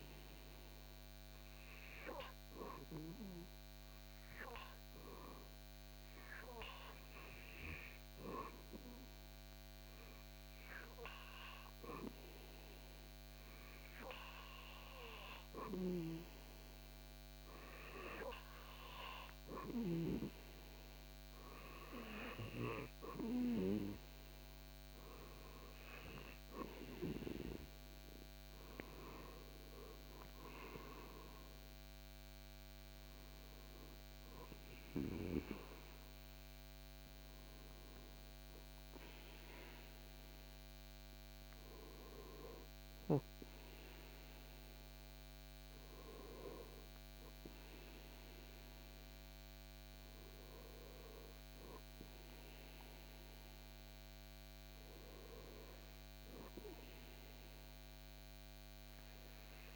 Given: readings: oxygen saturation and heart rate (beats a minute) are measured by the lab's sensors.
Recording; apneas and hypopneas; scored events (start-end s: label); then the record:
breathing in sleep by a microphone on the trachea; 1
0.50-17.00 s: hypopnea (oxygen 95% before, 92% lowest, heart rate 82 before, 75 extreme, up 2 after)
21.00-25.00 s: arousal
From the record:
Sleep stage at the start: REM sleep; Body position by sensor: on the back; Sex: male